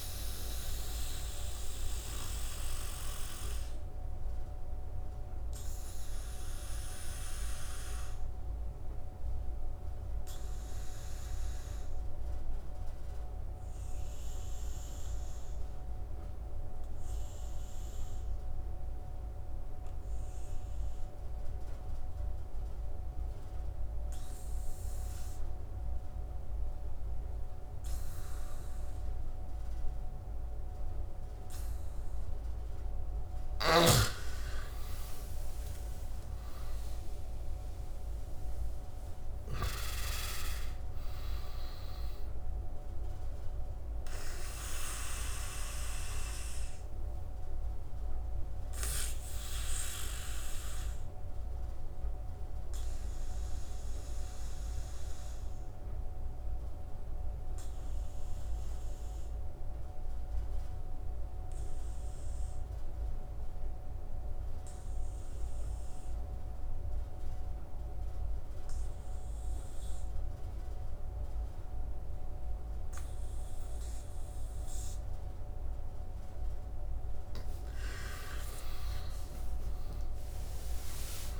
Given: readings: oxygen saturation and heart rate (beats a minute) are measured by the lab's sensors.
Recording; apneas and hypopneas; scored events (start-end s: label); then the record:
breathing in sleep by a room microphone; 2
0.00-15.00 s: oxygen desaturation (device-marked, oxygen 81% lowest, heart rate 75 extreme)
0.50-31.50 s: obstructive apnea (oxygen 98% before, 77% lowest, heart rate 78 before, 75 extreme, up 12 after)
30.00-62.00 s: oxygen desaturation (device-marked, oxygen 99% before, 77% lowest, heart rate 78 before, 69 extreme)
33.00-39.50 s: snoring (device-marked)
34.00-39.00 s: arousal
46.00-76.00 s: obstructive apnea (oxygen 99% before, 76% lowest, heart rate 81 before, 69 extreme, up 27 after)
76.00-81.40 s: oxygen desaturation (device-marked, oxygen 99% before, 76% lowest, heart rate 74 before, 70 extreme)
77.50-81.40 s: arousal
78.50-80.50 s: long interval between heartbeats (device-marked, heart rate 74 before, 83 extreme)
From the record:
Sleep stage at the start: N2 (light sleep); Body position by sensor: on the back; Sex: male